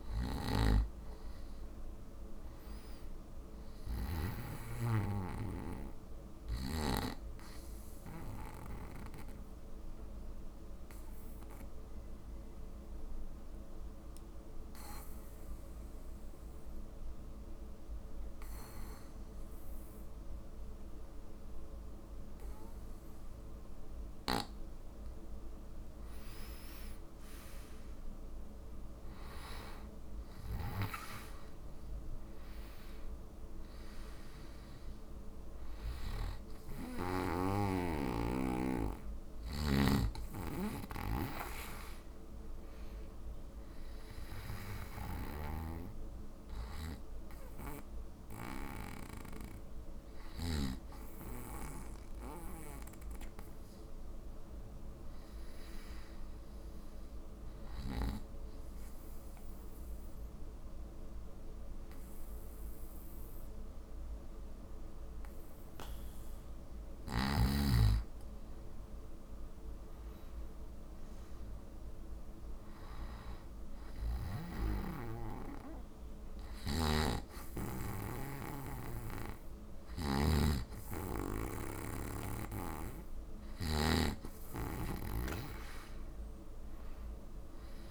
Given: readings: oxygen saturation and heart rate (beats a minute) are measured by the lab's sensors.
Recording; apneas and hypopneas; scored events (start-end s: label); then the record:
breathing in sleep by a room microphone; 2
8.50-23.50 s: obstructive apnea (oxygen 96% before, 94% lowest)
26.00-29.50 s: arousal
53.50-56.00 s: arousal
57.50-67.50 s: obstructive apnea (oxygen 96% before, 94% lowest, heart rate 47 before, 34 extreme, up 0 after)
70.50-74.00 s: arousal
76.50-84.00 s: snoring (device-marked)
From the record:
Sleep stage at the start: N2 (light sleep); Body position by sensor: on the back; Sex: male